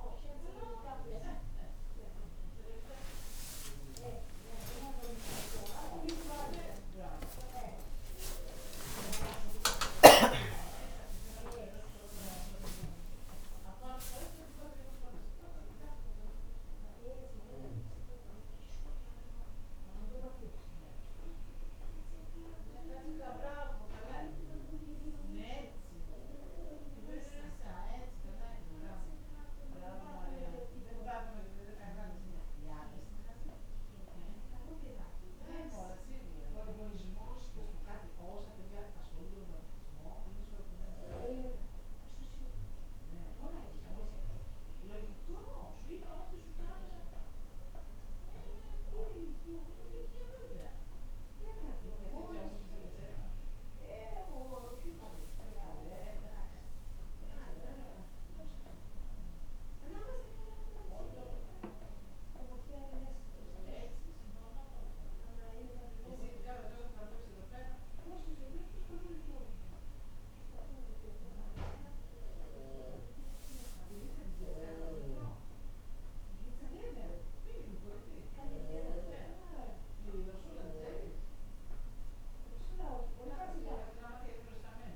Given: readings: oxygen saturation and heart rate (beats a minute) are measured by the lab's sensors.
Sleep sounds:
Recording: a person partly awake in a sleep study, by a room microphone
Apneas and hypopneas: none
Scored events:
9.00-30.00 s: oxygen desaturation (device-marked, oxygen 94% before, 91% lowest, heart rate 85 before, 61 extreme)
11.00-84.96 s: new sleep stage, N1 (lightest sleep)
From the record:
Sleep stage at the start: awake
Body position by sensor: on the right side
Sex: female

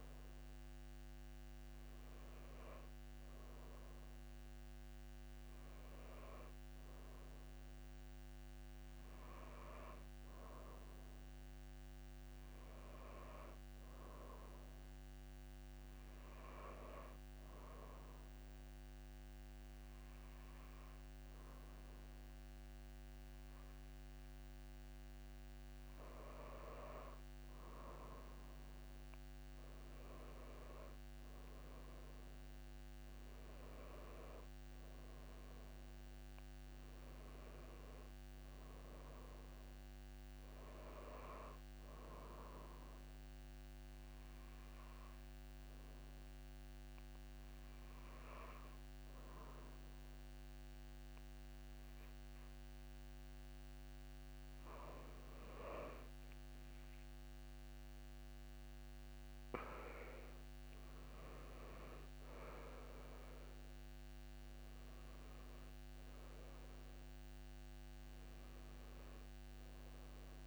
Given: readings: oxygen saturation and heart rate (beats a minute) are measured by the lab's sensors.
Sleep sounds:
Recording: breathing in sleep by a microphone on the trachea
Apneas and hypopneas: 1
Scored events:
0.50-70.47 s: new sleep stage, N2 (light sleep)
34.00-38.00 s: arousal
42.50-54.50 s: obstructive apnea (oxygen 96% before, 93% lowest)
61.00-64.50 s: arousal
From the record:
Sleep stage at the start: N1 (lightest sleep)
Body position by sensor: on the back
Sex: female

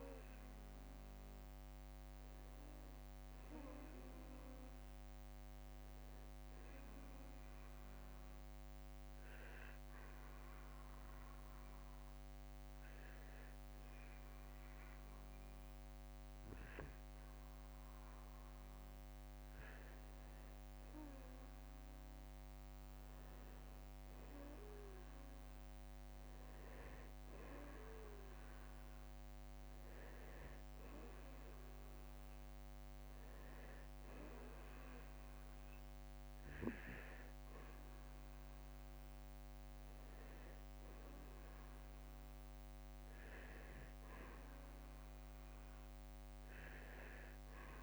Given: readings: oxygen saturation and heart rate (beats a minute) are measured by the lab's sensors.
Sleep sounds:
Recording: breathing in sleep, hard to hear, by a microphone on the trachea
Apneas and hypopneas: 1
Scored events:
0.00-14.50 s: oxygen desaturation (device-marked, oxygen 91% lowest, heart rate 45 extreme)
9.50-19.50 s: hypopnea (oxygen 94% before, 91% lowest, heart rate 58 before, 45 extreme, up 14 after)
22.00-25.50 s: arousal
33.50-46.50 s: oxygen desaturation (device-marked, oxygen 95% before, 91% lowest, heart rate 59 before, 47 extreme)
From the record:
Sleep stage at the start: N2 (light sleep)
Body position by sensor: on the back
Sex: male

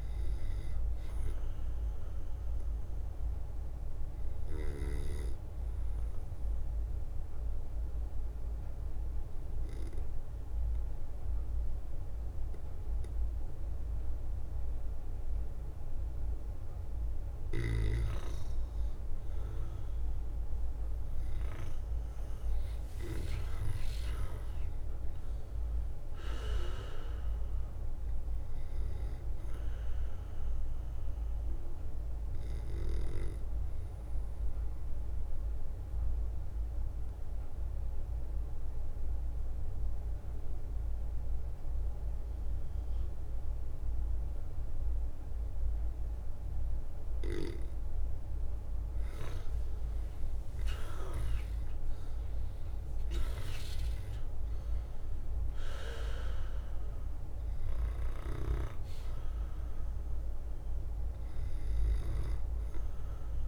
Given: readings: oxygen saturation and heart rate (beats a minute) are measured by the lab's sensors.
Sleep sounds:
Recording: breathing in sleep by a room microphone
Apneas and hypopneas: 2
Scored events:
0.00-6.50 s: oxygen desaturation (device-marked, oxygen 95% lowest, heart rate 55 extreme)
0.00-18.50 s: bradycardia (device-marked, heart rate 55 extreme)
6.50-17.50 s: obstructive apnea (oxygen 99% before, 94% lowest, heart rate 59 before, 55 extreme, up 9 after)
8.50-31.50 s: drop in pulse transit time (device-marked, heart rate 59 before, 55 extreme)
16.00-24.50 s: leg movement (device-marked)
21.50-26.00 s: arousal
28.50-36.00 s: leg movement (device-marked)
29.50-48.50 s: bradycardia (device-marked, heart rate 58 before, 55 extreme)
34.00-48.00 s: obstructive apnea (oxygen 98% before, 93% lowest, heart rate 61 before, 55 extreme, up 10 after)
45.50-54.50 s: drop in pulse transit time (device-marked, heart rate 59 before, 56 extreme)
50.50-55.00 s: arousal
51.00-53.50 s: leg movement (device-marked)
54.00-56.00 s: leg movement (device-marked)
55.50-63.48 s: oxygen desaturation (device-marked, oxygen 99% before, 94% lowest, heart rate 57 before, 56 extreme)
57.00-60.50 s: leg movement (device-marked)
61.50-63.48 s: bradycardia (device-marked, heart rate 58 before, 56 extreme)
From the record:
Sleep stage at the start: N2 (light sleep)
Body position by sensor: on the back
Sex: male

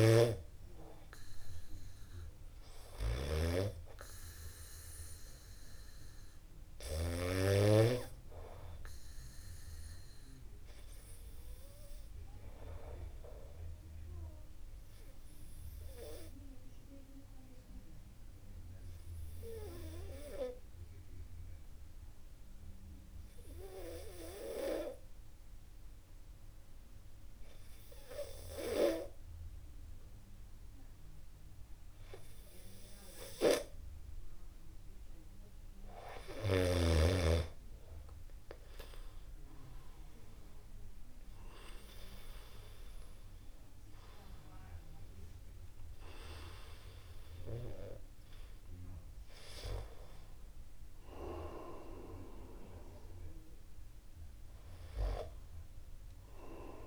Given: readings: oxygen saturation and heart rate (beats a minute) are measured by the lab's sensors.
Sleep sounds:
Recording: breathing in sleep by a room microphone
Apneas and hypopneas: 1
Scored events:
0.00-7.50 s: snoring (device-marked)
10.00-33.50 s: obstructive apnea (oxygen 96% before, 92% lowest, heart rate 50 before, 48 extreme, up 2 after)
11.00-24.00 s: oxygen desaturation (device-marked, oxygen 96% before, 93% lowest, heart rate 50 before, 48 extreme)
27.00-29.00 s: long interval between heartbeats (device-marked, heart rate 50 before, 53 extreme)
44.00-56.87 s: new sleep stage, awake
From the record:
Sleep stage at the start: N2 (light sleep)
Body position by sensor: upright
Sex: male

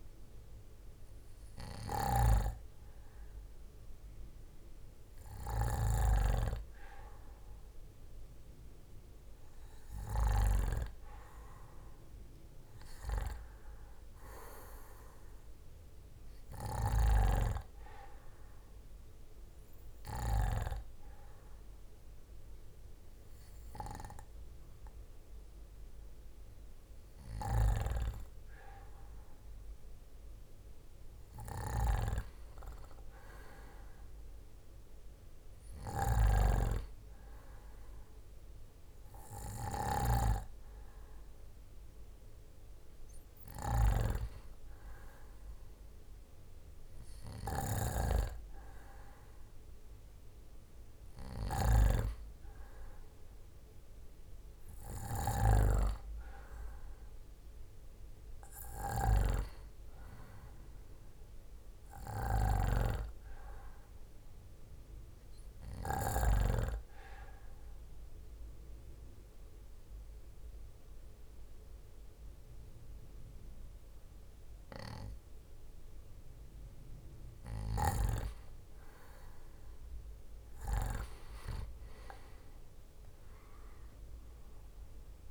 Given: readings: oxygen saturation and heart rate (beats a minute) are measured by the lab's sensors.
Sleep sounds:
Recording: breathing in sleep by a room microphone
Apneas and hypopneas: 2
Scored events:
17.50-28.00 s: obstructive apnea (oxygen 96% before, 93% lowest, heart rate 70 before, 66 extreme, up 4 after)
31.00-35.00 s: arousal
65.50-78.00 s: obstructive apnea (oxygen 96% before, 92% lowest, heart rate 70 before, 64 extreme, up 6 after)
82.00-85.31 s: drop in pulse transit time (device-marked, heart rate 70 before, 72 extreme)
83.00-85.31 s: arousal
84.00-85.31 s: oxygen desaturation (device-marked, oxygen 96% before, 92% lowest, heart rate 70 before, 64 extreme)
From the record:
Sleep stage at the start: N2 (light sleep)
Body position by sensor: on the back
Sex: male

